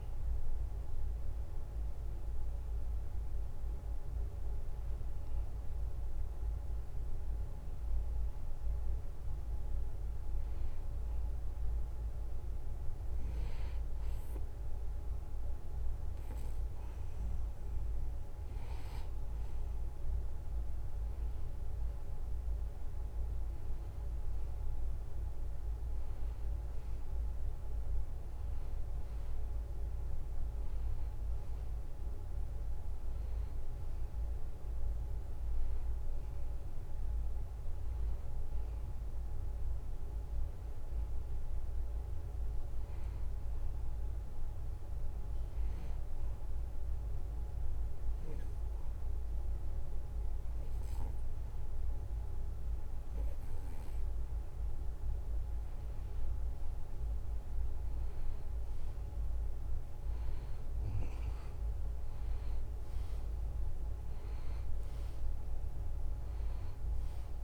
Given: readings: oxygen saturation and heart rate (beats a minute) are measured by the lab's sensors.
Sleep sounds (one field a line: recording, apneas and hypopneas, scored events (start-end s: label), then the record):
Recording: breathing in sleep, hard to hear, by a room microphone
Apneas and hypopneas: 2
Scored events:
0.00-9.00 s: oxygen desaturation (device-marked, oxygen 88% lowest, heart rate 71 extreme)
9.00-21.50 s: hypopnea (oxygen 94% before, 90% lowest, heart rate 76 before, 71 extreme, up 0 after)
26.50-31.00 s: arousal
45.50-56.00 s: obstructive apnea (oxygen 95% before, 89% lowest, heart rate 73 before, 71 extreme, up 1 after)
61.00-67.44 s: oxygen desaturation (device-marked, oxygen 94% before, 90% lowest, heart rate 73 before, 70 extreme)
From the record:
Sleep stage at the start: N2 (light sleep)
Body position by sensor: on the back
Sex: male